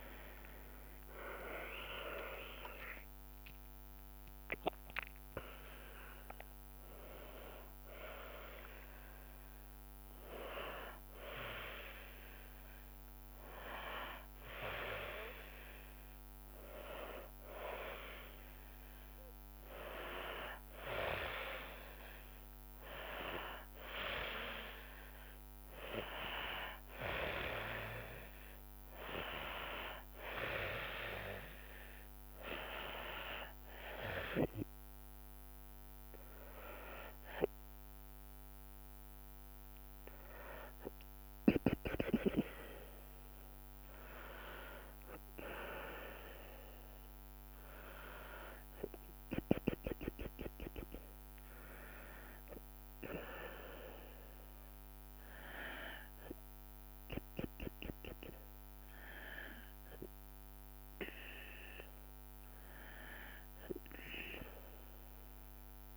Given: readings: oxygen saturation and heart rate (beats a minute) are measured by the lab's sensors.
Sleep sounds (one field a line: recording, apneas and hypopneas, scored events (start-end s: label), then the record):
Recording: breathing in sleep by a microphone on the trachea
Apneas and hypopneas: none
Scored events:
0.00-6.50 s: tachycardia (device-marked, heart rate 144 extreme)
1.50-13.50 s: drop in pulse transit time (device-marked, heart rate 100 before, 85 extreme)
30.50-37.50 s: tachycardia (device-marked, heart rate 92 before, 127 extreme)
37.50-48.50 s: drop in pulse transit time (device-marked, heart rate 93 before, 80 extreme)
44.50-60.50 s: tachycardia (device-marked, heart rate 92 before, 152 extreme)
From the record:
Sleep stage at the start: N2 (light sleep)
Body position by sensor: on the back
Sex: female